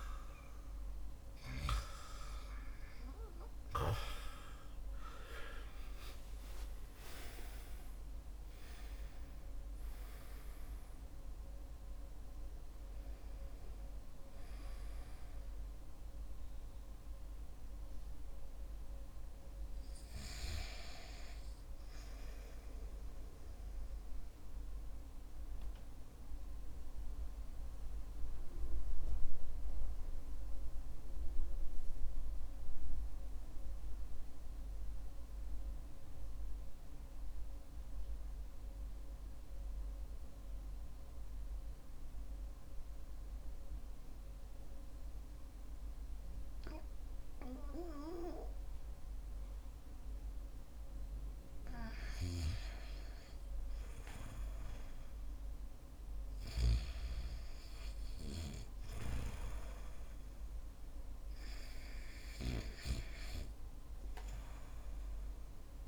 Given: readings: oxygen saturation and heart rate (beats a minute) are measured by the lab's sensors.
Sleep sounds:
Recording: breathing in sleep by a room microphone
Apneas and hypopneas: 1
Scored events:
0.00-26.50 s: oxygen desaturation (device-marked, oxygen 93% lowest, heart rate 51 extreme)
3.00-6.50 s: arousal
26.00-50.50 s: mixed apnea (oxygen 95% before, 88% lowest, heart rate 60 before, 49 extreme, up 7 after)
34.50-43.50 s: oxygen desaturation (device-marked, oxygen 94% before, 88% lowest, heart rate 59 before, 50 extreme)
54.00-58.50 s: arousal
58.50-65.88 s: oxygen desaturation (device-marked, oxygen 98% before, 91% lowest, heart rate 53 before, 48 extreme)
From the record:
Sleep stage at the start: REM sleep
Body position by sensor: on the back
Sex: male

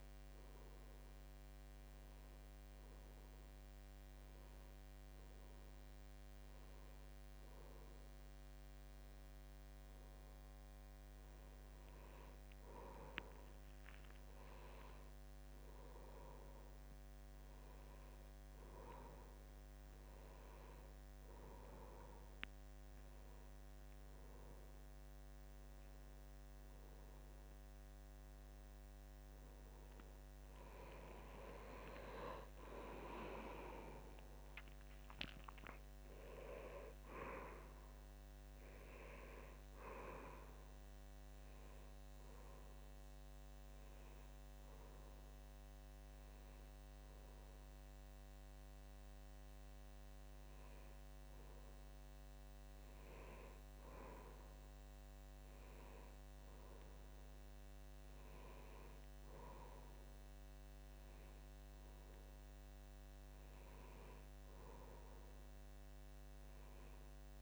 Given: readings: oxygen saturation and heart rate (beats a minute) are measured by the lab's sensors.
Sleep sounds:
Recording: breathing in sleep by a microphone on the trachea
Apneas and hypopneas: 1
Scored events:
15.50-17.50 s: long interval between heartbeats (device-marked, heart rate 76 before, 95 extreme)
34.50-37.00 s: arousal
42.00-52.50 s: hypopnea (oxygen 93% before, 92% lowest, heart rate 78 before, 73 extreme, up 2 after)
54.50-58.00 s: arousal
From the record:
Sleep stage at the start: N2 (light sleep)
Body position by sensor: on the back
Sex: male

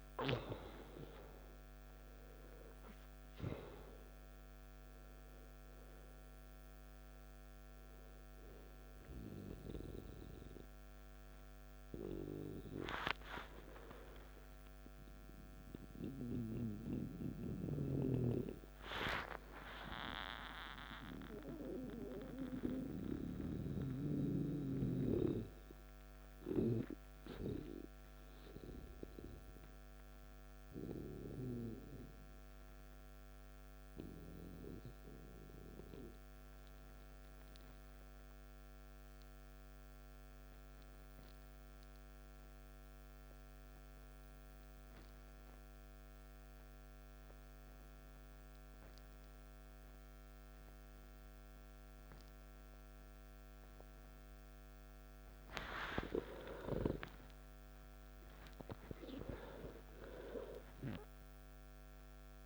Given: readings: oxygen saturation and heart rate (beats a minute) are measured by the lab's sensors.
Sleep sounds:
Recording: breathing in sleep by a microphone on the trachea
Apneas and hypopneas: 1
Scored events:
0.00-20.50 s: oxygen desaturation (device-marked, oxygen 85% lowest, heart rate 55 extreme)
19.50-24.00 s: arousal
26.00-56.00 s: mixed apnea (oxygen 99% before, 89% lowest, heart rate 59 before, 55 extreme, up 15 after)
28.50-62.46 s: new sleep stage, N2 (light sleep)
47.50-62.46 s: oxygen desaturation (device-marked, oxygen 98% before, 90% lowest, heart rate 59 before, 55 extreme)
From the record:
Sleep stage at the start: N1 (lightest sleep)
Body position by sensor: on the back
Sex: male

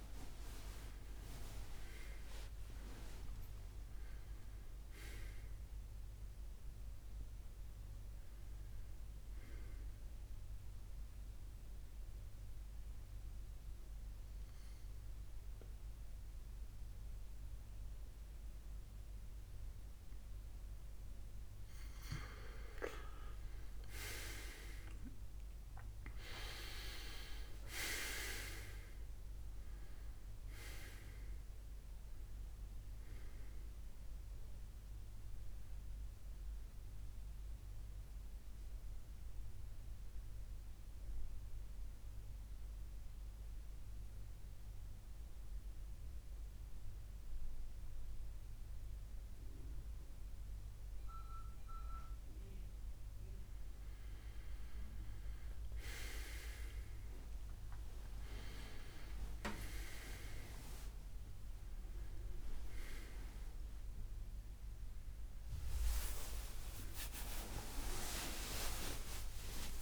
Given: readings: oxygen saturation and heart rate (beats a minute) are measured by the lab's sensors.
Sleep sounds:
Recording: breathing in sleep by a room microphone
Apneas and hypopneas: 2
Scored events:
0.00-21.00 s: oxygen desaturation (device-marked, oxygen 88% lowest, heart rate 69 extreme)
10.50-20.50 s: mixed apnea (oxygen 96% before, 88% lowest, heart rate 76 before, 69 extreme, up 9 after)
24.00-26.50 s: arousal
37.00-54.00 s: obstructive apnea (oxygen 97% before, 92% lowest, heart rate 77 before, 68 extreme, up 10 after)
44.00-57.00 s: oxygen desaturation (device-marked, oxygen 95% before, 92% lowest, heart rate 77 before, 68 extreme)
62.00-69.82 s: new sleep stage, awake
From the record:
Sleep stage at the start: N2 (light sleep)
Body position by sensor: on the back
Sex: male

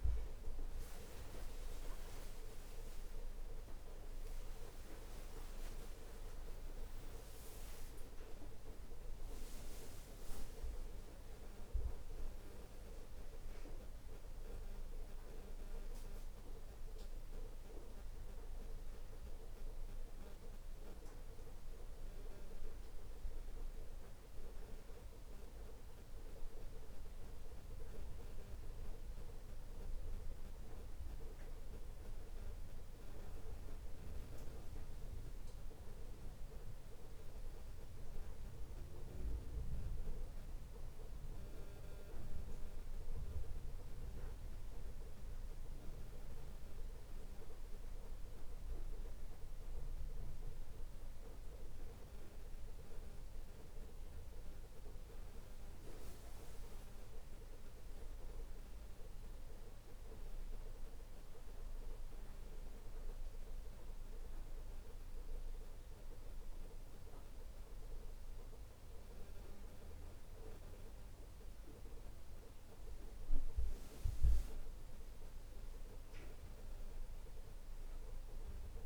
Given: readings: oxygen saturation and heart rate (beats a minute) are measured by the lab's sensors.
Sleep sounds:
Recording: a person partly awake in a sleep study, by a room microphone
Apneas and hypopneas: none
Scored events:
21.50-78.86 s: new sleep stage, N1 (lightest sleep)
From the record:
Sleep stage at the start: awake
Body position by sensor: on the right side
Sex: male

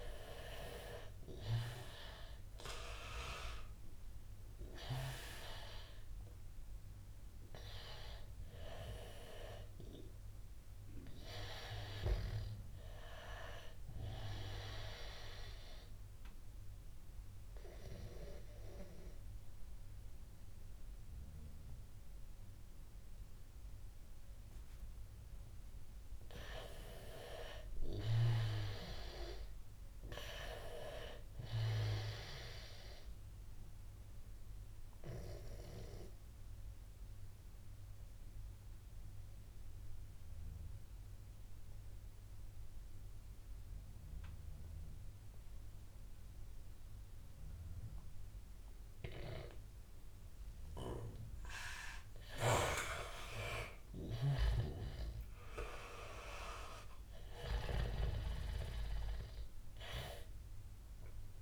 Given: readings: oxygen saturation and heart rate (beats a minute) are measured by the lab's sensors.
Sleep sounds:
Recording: breathing in sleep by a room microphone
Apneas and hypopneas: 1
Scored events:
0.00-22.00 s: oxygen desaturation (device-marked, oxygen 97% before, 92% lowest, heart rate 88 before, 83 extreme)
0.50-6.00 s: arousal
26.50-30.50 s: arousal
33.50-51.50 s: obstructive apnea (oxygen 98% before, 89% lowest, heart rate 88 before, 86 extreme, up 5 after)
53.00-57.00 s: arousal
54.00-61.42 s: oxygen desaturation (device-marked, oxygen 97% before, 90% lowest, heart rate 88 before, 85 extreme)
From the record:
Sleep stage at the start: N2 (light sleep)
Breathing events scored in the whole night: 284 in 4.1 hours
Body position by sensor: on the back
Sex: male

